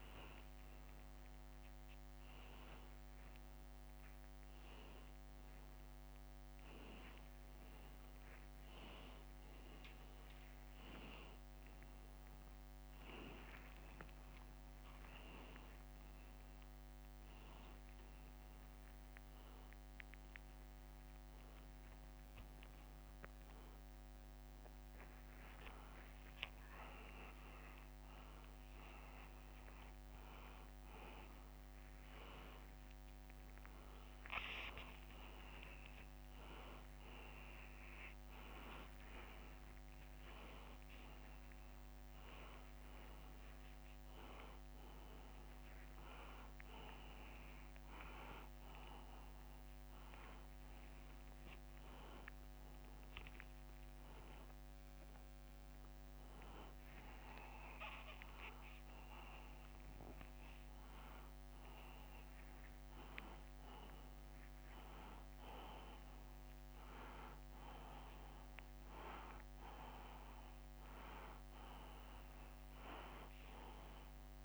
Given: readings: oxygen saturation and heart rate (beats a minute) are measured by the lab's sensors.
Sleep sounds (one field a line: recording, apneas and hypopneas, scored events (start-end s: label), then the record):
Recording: a person awake in a sleep study, by a microphone on the trachea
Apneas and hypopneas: none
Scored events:
19.50-27.50 s: tachycardia (device-marked, heart rate 91 before, 122 extreme)
38.00-40.00 s: long interval between heartbeats (device-marked, heart rate 102 before, 102 extreme)
42.50-44.50 s: long interval between heartbeats (device-marked, heart rate 106 before, 122 extreme)
44.50-46.50 s: long interval between heartbeats (device-marked, heart rate 108 before, 148 extreme)
46.50-48.50 s: long interval between heartbeats (device-marked, heart rate 111 before, 167 extreme)
52.00-54.00 s: long interval between heartbeats (device-marked, heart rate 126 before, 158 extreme)
54.50-56.50 s: long interval between heartbeats (device-marked, heart rate 135 before, 134 extreme)
66.50-68.50 s: long interval between heartbeats (device-marked, heart rate 133 before, 105 extreme)
69.50-71.50 s: long interval between heartbeats (device-marked, heart rate 122 before, 125 extreme)
73.00-74.45 s: long interval between heartbeats (device-marked, heart rate 116 before, 123 extreme)
From the record:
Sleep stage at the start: awake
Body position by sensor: upright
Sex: male